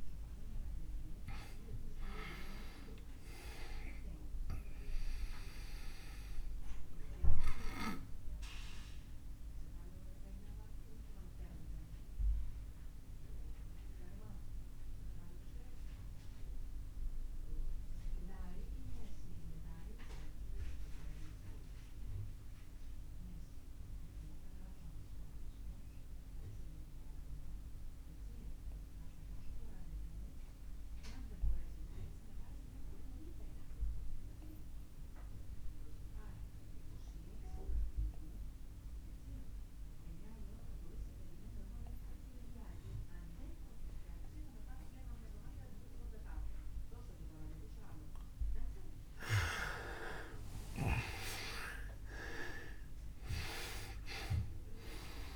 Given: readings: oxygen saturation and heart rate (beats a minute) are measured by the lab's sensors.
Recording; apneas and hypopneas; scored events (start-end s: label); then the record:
breathing in sleep by a room microphone; 1
0.00-24.00 s: oxygen desaturation (device-marked, oxygen 80% lowest)
5.50-48.50 s: obstructive apnea (oxygen 97% before, 80% lowest)
43.00-55.36 s: oxygen desaturation (device-marked, oxygen 99% before, 82% lowest)
50.50-55.00 s: arousal
From the record:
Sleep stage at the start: N2 (light sleep); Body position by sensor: on the back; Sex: male